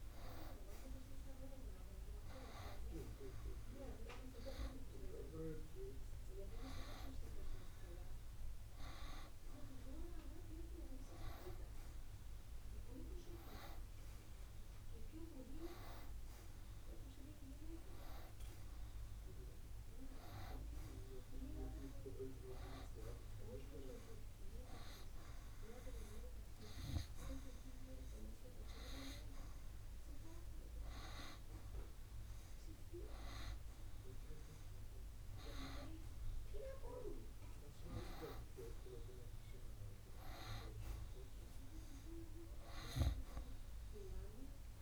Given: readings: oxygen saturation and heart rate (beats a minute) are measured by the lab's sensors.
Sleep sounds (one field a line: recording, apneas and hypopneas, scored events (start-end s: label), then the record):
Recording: breathing in sleep by a room microphone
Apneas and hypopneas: none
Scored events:
11.00-44.82 s: new sleep stage, N2 (light sleep)
From the record:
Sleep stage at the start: N1 (lightest sleep)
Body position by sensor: on the back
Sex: male